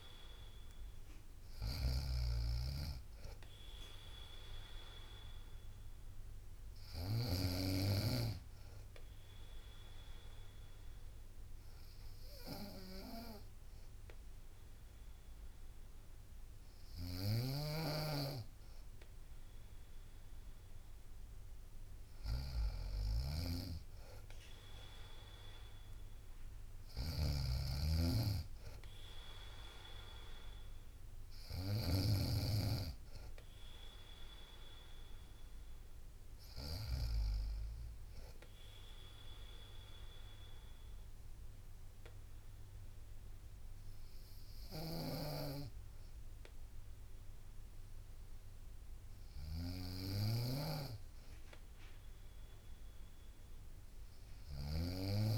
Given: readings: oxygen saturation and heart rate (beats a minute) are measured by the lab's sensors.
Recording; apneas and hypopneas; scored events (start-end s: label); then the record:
breathing in sleep by a room microphone; none
0.00-36.50 s: snoring (device-marked)
44.00-55.38 s: snoring (device-marked)
49.50-51.50 s: bradycardia (device-marked, heart rate 61 before, 60 extreme)
From the record:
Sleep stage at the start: N3 (deep sleep); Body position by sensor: on the right side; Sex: female